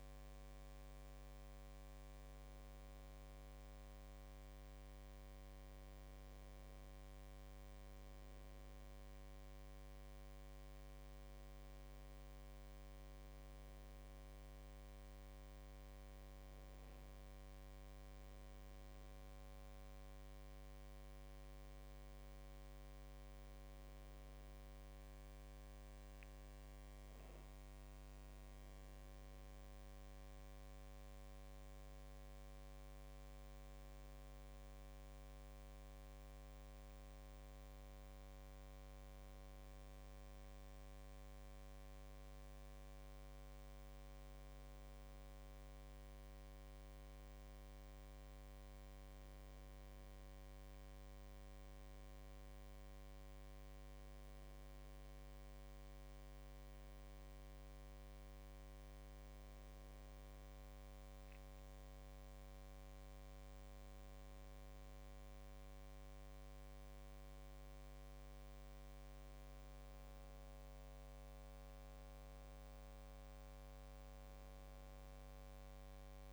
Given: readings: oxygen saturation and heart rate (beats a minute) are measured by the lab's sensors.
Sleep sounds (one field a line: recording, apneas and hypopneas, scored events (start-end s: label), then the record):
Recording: breathing in sleep, hard to hear, by a microphone on the trachea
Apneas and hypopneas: none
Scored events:
none scored
From the record:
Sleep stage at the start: N1 (lightest sleep)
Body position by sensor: on the back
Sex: female